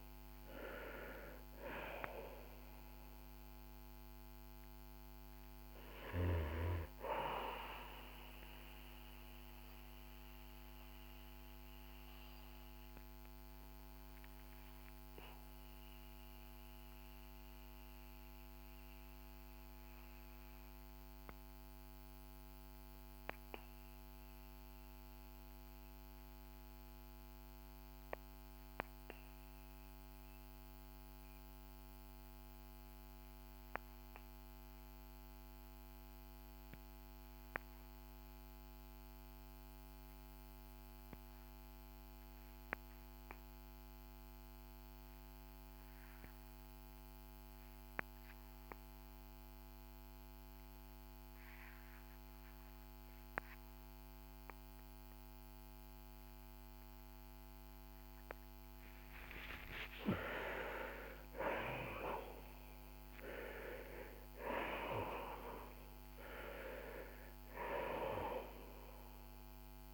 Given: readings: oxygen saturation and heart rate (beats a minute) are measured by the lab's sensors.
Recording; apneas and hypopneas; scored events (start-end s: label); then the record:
breathing in sleep by a microphone on the trachea; 1
0.00-27.00 s: oxygen desaturation (device-marked, oxygen 73% lowest, heart rate 51 extreme)
8.50-56.50 s: obstructive apnea (oxygen 93% before, 73% lowest, heart rate 74 before, 51 extreme, up 15 after)
39.00-69.94 s: oxygen desaturation (device-marked, oxygen 98% before, 76% lowest, heart rate 53 before, 51 extreme)
58.50-64.50 s: arousal
From the record:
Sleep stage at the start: N2 (light sleep); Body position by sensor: on the back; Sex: male